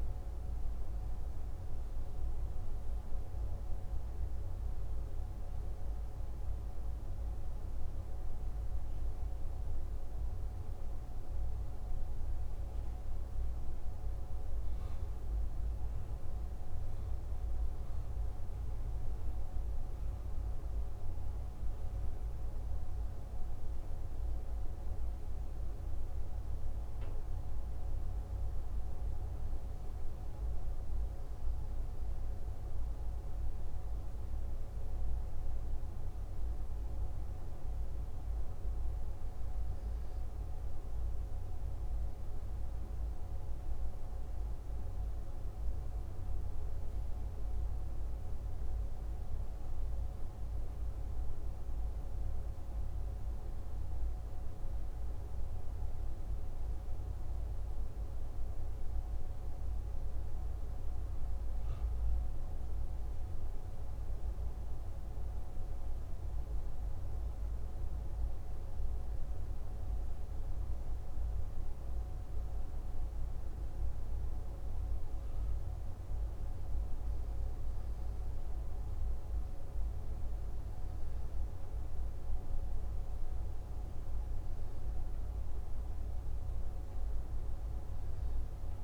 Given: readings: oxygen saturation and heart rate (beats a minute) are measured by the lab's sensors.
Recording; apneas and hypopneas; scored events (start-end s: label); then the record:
breathing in sleep, hard to hear, by a room microphone; none
none scored
From the record:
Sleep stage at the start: N2 (light sleep); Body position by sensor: on the left side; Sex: male